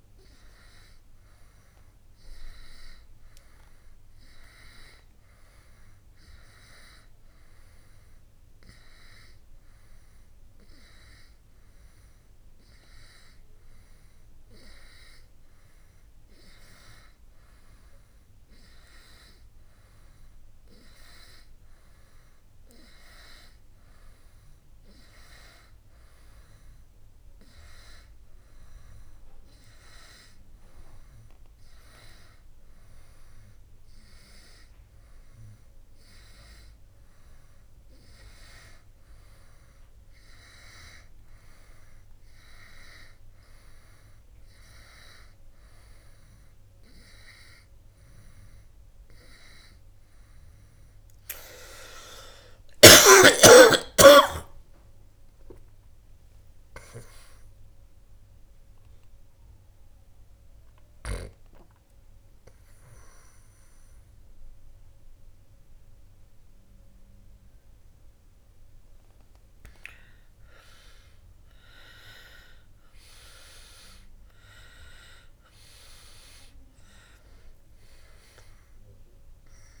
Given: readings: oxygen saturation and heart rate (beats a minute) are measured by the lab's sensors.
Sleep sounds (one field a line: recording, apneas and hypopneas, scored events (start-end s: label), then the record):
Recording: breathing in sleep by a room microphone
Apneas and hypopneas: none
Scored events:
51.50-55.50 s: arousal
54.50-56.50 s: long interval between heartbeats (device-marked, heart rate 72 before, 79 extreme)
59.50-66.50 s: oxygen desaturation (device-marked, oxygen 95% before, 92% lowest, heart rate 74 before, 75 extreme)
From the record:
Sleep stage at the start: N2 (light sleep)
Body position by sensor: on the back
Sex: male